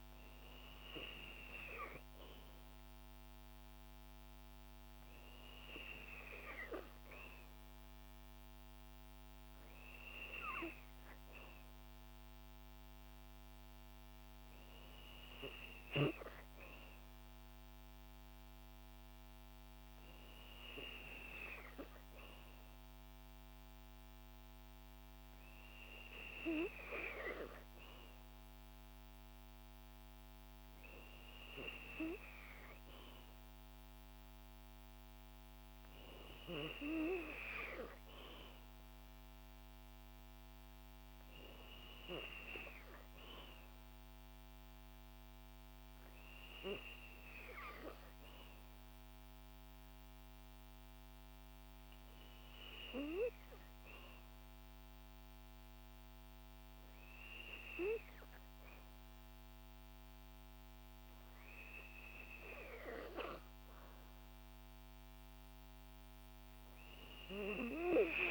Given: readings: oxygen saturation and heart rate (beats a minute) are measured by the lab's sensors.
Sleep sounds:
breathing in sleep by a microphone on the trachea; none
none scored
From the record:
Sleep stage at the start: N2 (light sleep); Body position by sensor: on the back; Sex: female

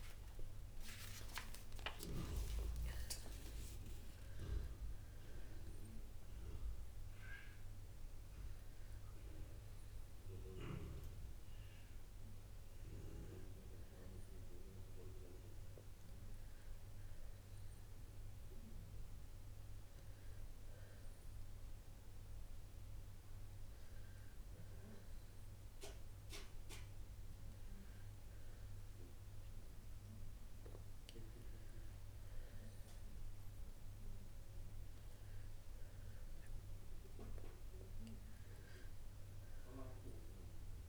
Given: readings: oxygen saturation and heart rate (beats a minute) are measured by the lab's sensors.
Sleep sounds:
a person partly awake in a sleep study, by a room microphone; none
9.00-40.89 s: new sleep stage, N2 (light sleep)
From the record:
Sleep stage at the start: awake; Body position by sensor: on the back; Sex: female

